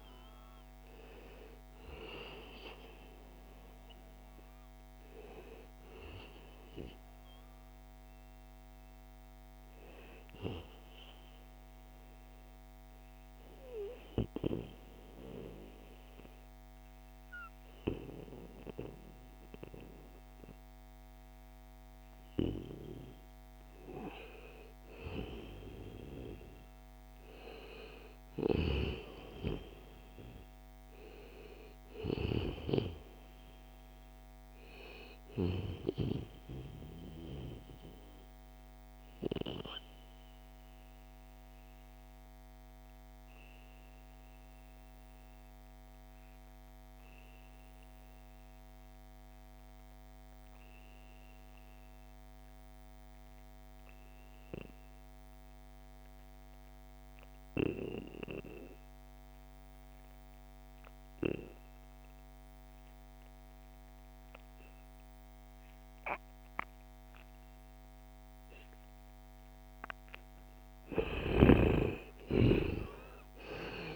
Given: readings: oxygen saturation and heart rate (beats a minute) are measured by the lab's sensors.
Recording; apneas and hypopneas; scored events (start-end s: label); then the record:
breathing in sleep by a microphone on the trachea; 2
0.00-17.50 s: oxygen desaturation (device-marked, oxygen 86% lowest, heart rate 60 extreme)
10.00-23.00 s: obstructive apnea (oxygen 94% before, 89% lowest, heart rate 77 before, 67 extreme, up 4 after)
25.00-30.00 s: arousal
37.00-69.00 s: obstructive apnea (oxygen 97% before, 87% lowest, heart rate 73 before, 62 extreme, up 14 after)
57.50-73.96 s: oxygen desaturation (device-marked, oxygen 96% before, 87% lowest, heart rate 67 before, 62 extreme)
70.00-73.96 s: snoring (device-marked)
71.00-73.96 s: arousal
From the record:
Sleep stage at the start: N2 (light sleep); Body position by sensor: on the back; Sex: male